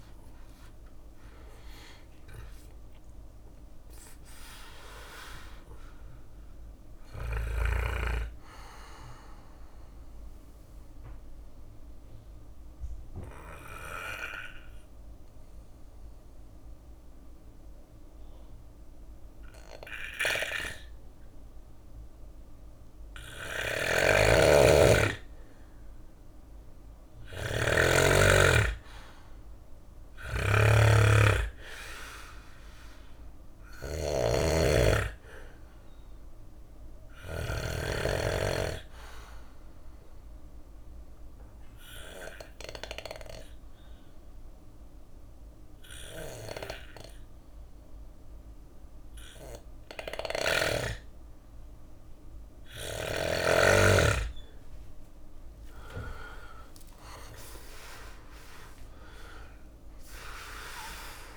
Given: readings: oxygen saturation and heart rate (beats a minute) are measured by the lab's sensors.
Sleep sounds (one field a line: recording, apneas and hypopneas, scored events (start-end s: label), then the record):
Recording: breathing in sleep by a room microphone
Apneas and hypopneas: 2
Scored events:
0.00-11.50 s: drop in pulse transit time (device-marked, heart rate 57 extreme)
3.00-5.00 s: long interval between heartbeats (device-marked, heart rate 63 before, 77 extreme)
4.50-7.50 s: bradycardia (device-marked, heart rate 63 before, 63 extreme)
7.00-23.00 s: obstructive apnea (oxygen 95% before, 92% lowest, heart rate 66 before, 57 extreme, up 2 after)
12.50-27.50 s: bradycardia (device-marked, heart rate 63 before, 58 extreme)
22.50-36.50 s: snoring (device-marked)
24.50-28.50 s: arousal
36.50-46.50 s: oxygen desaturation (device-marked, oxygen 99% before, 93% lowest, heart rate 59 before, 57 extreme)
38.50-45.50 s: bradycardia (device-marked, heart rate 63 before, 57 extreme)
39.50-51.50 s: obstructive apnea (oxygen 99% before, 93% lowest, heart rate 59 before, 55 extreme, up 13 after)
49.00-52.50 s: snoring (device-marked)
53.50-57.50 s: arousal
54.50-61.37 s: drop in pulse transit time (device-marked, heart rate 60 before, 59 extreme)
From the record:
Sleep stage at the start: N2 (light sleep)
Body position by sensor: on the back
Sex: male